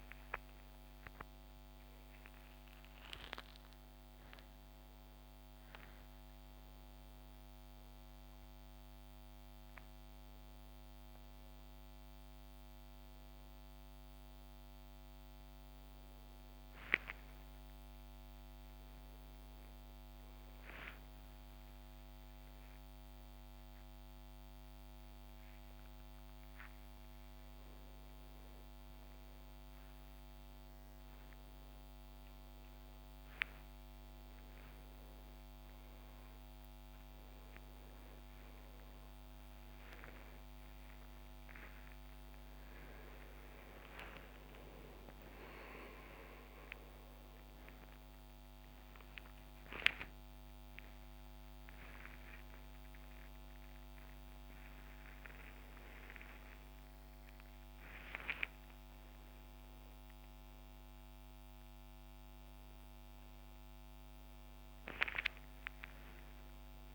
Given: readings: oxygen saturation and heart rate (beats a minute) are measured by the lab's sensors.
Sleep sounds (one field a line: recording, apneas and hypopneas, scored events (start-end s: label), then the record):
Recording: a person awake in a sleep study, by a microphone on the trachea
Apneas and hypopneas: none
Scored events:
none scored
From the record:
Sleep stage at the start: awake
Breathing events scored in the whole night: 518 in 7.1 hours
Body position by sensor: upright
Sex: male